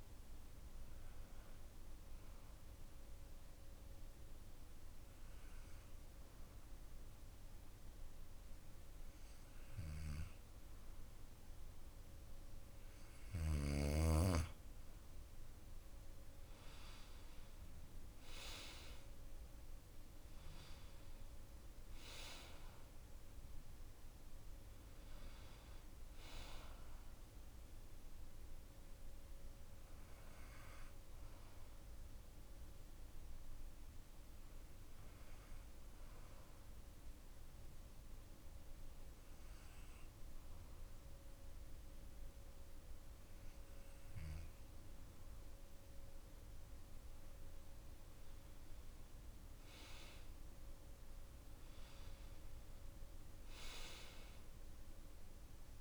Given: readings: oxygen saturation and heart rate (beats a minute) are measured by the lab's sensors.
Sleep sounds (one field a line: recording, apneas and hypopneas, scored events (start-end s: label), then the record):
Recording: breathing in sleep by a room microphone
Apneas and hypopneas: 2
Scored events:
0.50-14.00 s: hypopnea (oxygen 96% before, 91% lowest)
16.00-19.00 s: arousal
18.50-40.50 s: oxygen desaturation (device-marked, oxygen 96% before, 91% lowest)
34.00-47.50 s: hypopnea (oxygen 96% before, 91% lowest)
49.50-52.50 s: arousal
From the record:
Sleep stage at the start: N2 (light sleep)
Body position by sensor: on the back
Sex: male